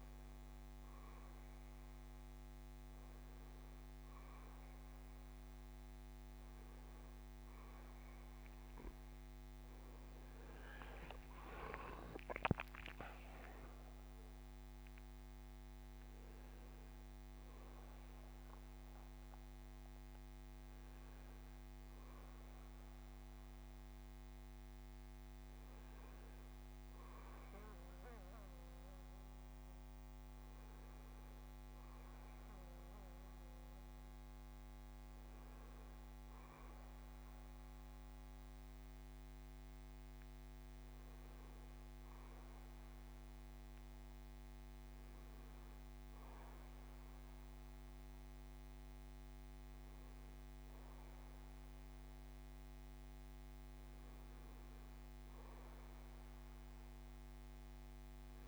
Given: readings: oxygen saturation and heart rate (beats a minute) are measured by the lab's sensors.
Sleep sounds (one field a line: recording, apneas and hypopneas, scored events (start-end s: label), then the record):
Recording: breathing in sleep, hard to hear, by a microphone on the trachea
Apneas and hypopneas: none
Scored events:
8.00-12.00 s: arousal
37.50-58.48 s: new sleep stage, N2 (light sleep)
From the record:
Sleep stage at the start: N1 (lightest sleep)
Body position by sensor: on the back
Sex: male